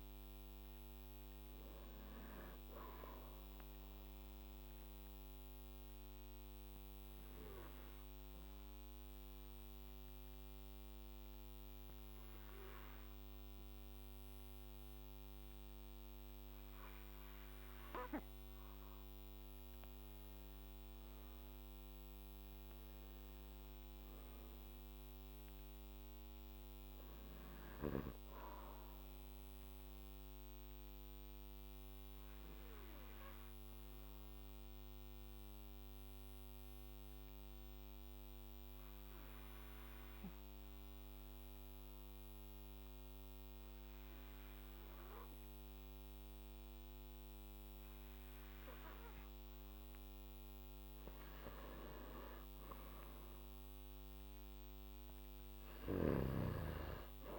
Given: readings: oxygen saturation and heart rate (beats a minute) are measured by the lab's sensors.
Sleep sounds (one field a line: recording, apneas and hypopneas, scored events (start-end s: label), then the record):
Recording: breathing in sleep by a microphone on the trachea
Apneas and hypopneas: 2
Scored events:
0.00-1.00 s: arousal
1.00-22.00 s: oxygen desaturation (device-marked, oxygen 98% before, 93% lowest, heart rate 57 before, 55 extreme)
4.50-18.50 s: obstructive apnea (oxygen 100% before, 93% lowest, heart rate 57 before, 55 extreme, up 5 after)
21.00-26.00 s: arousal
31.50-48.50 s: obstructive apnea (oxygen 99% before, 93% lowest, heart rate 58 before, 55 extreme, up 4 after)
50.00-53.50 s: arousal
56.00-57.38 s: oxygen desaturation (device-marked, oxygen 98% before, 94% lowest, heart rate 56 before, 58 extreme)
From the record:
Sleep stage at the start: N2 (light sleep)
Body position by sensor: on the back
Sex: male